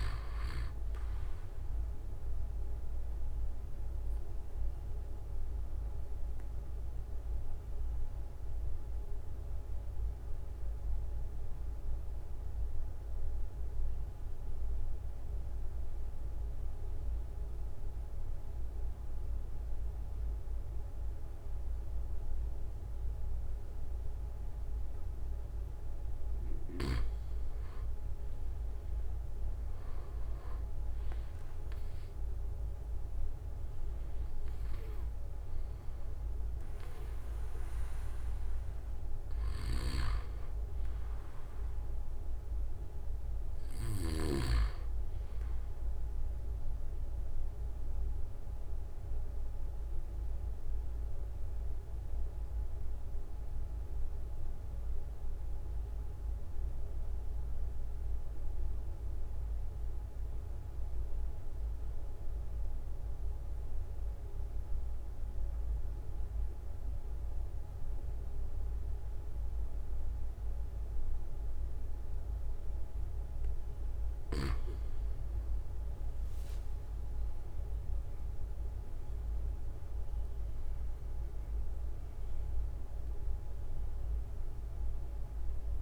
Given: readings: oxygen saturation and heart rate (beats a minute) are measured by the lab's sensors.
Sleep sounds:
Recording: breathing in sleep, hard to hear, by a room microphone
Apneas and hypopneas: 2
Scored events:
3.00-25.50 s: obstructive apnea (oxygen 97% before, 92% lowest)
28.00-32.50 s: arousal
34.00-36.00 s: long interval between heartbeats (device-marked, heart rate 44 before, 25 extreme)
39.50-44.00 s: snoring (device-marked)
43.00-45.00 s: long interval between heartbeats (device-marked)
47.00-73.00 s: obstructive apnea (oxygen 96% before, 91% lowest)
76.00-78.00 s: long interval between heartbeats (device-marked, heart rate 45 before, 44 extreme)
76.00-81.00 s: arousal
77.50-85.82 s: oxygen desaturation (device-marked, oxygen 97% before, 93% lowest, heart rate 45 before, 34 extreme)
80.00-82.00 s: long interval between heartbeats (device-marked, heart rate 45 before, 52 extreme)
83.50-85.50 s: long interval between heartbeats (device-marked, heart rate 46 before, 34 extreme)
From the record:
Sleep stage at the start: N2 (light sleep)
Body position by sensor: on the right side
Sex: male

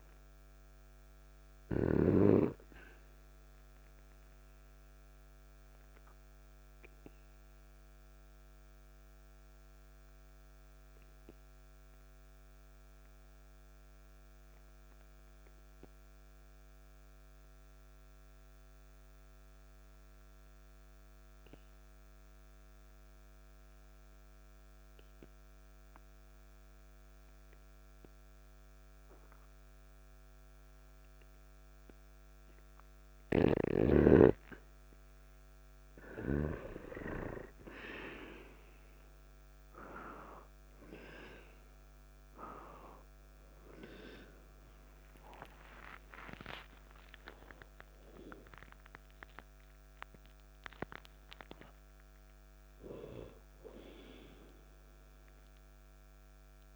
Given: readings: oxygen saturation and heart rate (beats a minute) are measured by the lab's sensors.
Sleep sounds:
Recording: breathing in sleep by a microphone on the trachea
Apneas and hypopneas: 1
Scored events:
0.00-2.00 s: snoring (device-marked)
5.00-33.00 s: obstructive apnea (oxygen 98% before, 89% lowest, heart rate 55 before, 49 extreme, up 3 after)
6.00-24.00 s: oxygen desaturation (device-marked, oxygen 95% before, 89% lowest, heart rate 55 before, 49 extreme)
33.00-36.50 s: snoring (device-marked)
41.50-46.50 s: arousal
42.00-49.00 s: oxygen desaturation (device-marked, oxygen 97% before, 93% lowest, heart rate 51 before, 53 extreme)
From the record:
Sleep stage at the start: N2 (light sleep)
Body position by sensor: on the back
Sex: male

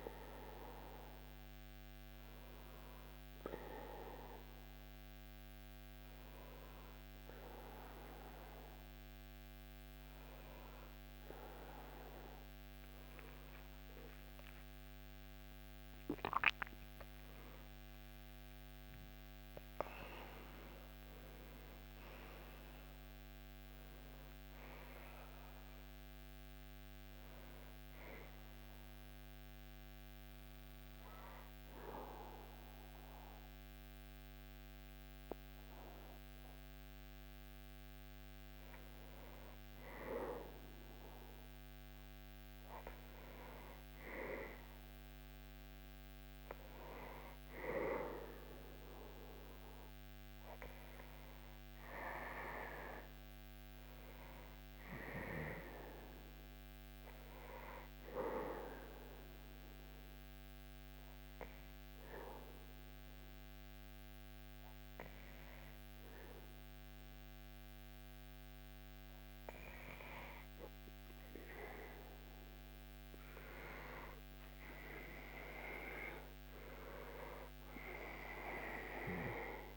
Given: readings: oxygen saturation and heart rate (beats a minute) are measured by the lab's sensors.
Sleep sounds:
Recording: breathing in sleep by a microphone on the trachea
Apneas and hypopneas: 2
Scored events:
0.00-11.00 s: oxygen desaturation (device-marked, oxygen 93% lowest, heart rate 73 extreme)
18.00-21.50 s: arousal
28.00-38.50 s: obstructive apnea (oxygen 99% before, 95% lowest, heart rate 90 before, 72 extreme, up 5 after)
42.00-45.00 s: arousal
58.00-68.50 s: obstructive apnea (oxygen 99% before, 95% lowest, heart rate 77 before, 74 extreme, up 5 after)
71.50-74.50 s: arousal
From the record:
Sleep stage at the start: N2 (light sleep)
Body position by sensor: on the back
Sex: male

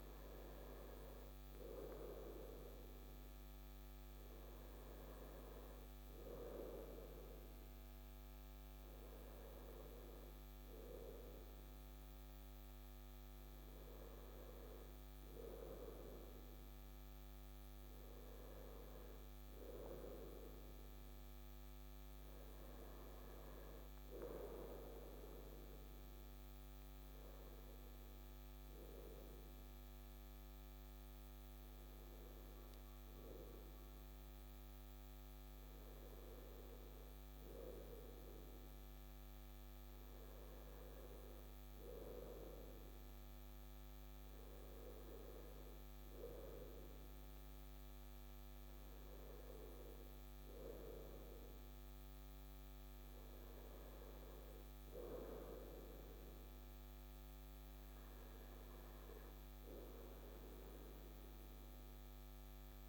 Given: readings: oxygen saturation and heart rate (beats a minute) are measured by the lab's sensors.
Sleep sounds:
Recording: breathing in sleep by a microphone on the trachea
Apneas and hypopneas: none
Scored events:
32.00-62.89 s: new sleep stage, N2 (light sleep)
From the record:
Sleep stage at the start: N1 (lightest sleep)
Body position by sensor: on the right side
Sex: male

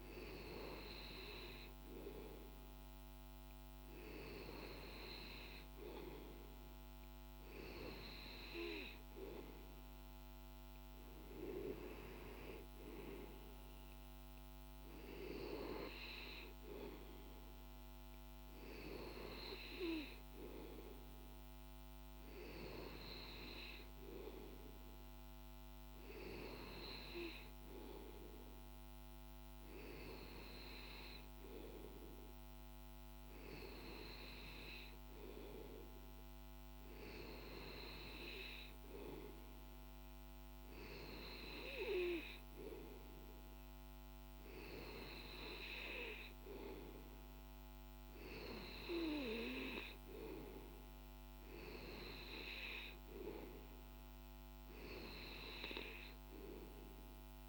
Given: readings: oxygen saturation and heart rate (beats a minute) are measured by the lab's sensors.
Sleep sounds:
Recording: breathing in sleep by a microphone on the trachea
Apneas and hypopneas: none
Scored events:
none scored
From the record:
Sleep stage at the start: N2 (light sleep)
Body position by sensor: on the back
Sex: male

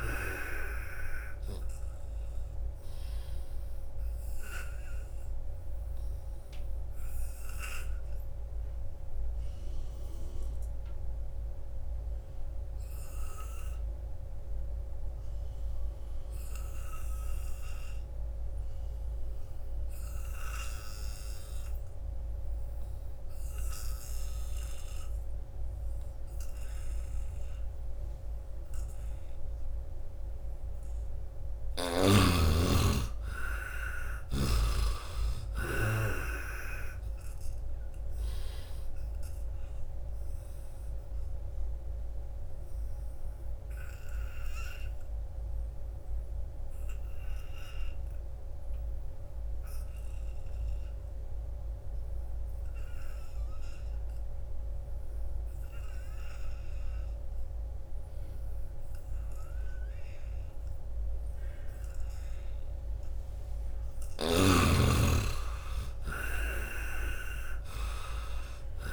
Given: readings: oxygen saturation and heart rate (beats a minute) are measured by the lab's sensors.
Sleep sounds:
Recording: breathing in sleep by a room microphone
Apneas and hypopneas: 2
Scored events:
0.00-20.00 s: oxygen desaturation (device-marked, oxygen 77% lowest, heart rate 75 extreme)
4.50-29.50 s: obstructive apnea (oxygen 97% before, 76% lowest, heart rate 79 before, 75 extreme, up 7 after)
22.00-54.00 s: oxygen desaturation (device-marked, oxygen 97% before, 76% lowest, heart rate 85 before, 67 extreme)
31.00-34.50 s: arousal
40.50-64.00 s: obstructive apnea (oxygen 97% before, 76% lowest, heart rate 78 before, 67 extreme, up 20 after)
64.00-68.92 s: snoring (device-marked)
65.00-68.92 s: arousal
65.00-68.92 s: oxygen desaturation (device-marked, oxygen 96% before, 78% lowest, heart rate 82 before, 67 extreme)
From the record:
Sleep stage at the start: N2 (light sleep)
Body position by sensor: on the back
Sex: male

